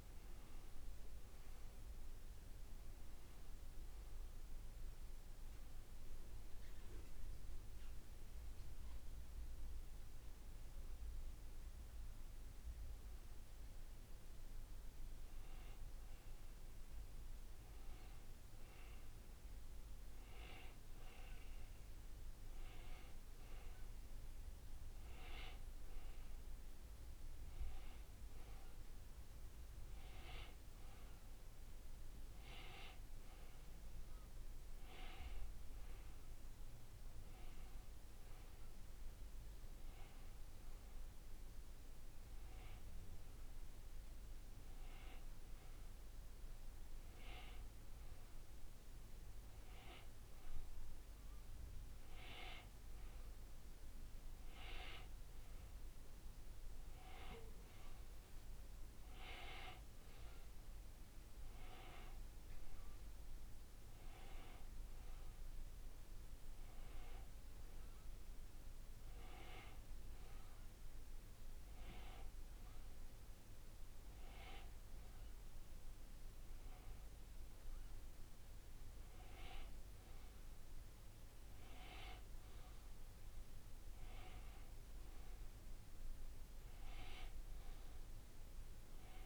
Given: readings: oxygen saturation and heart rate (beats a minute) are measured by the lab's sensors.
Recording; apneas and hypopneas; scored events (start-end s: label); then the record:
breathing in sleep by a room microphone; none
none scored
From the record:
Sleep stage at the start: N2 (light sleep); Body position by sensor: on the back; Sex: male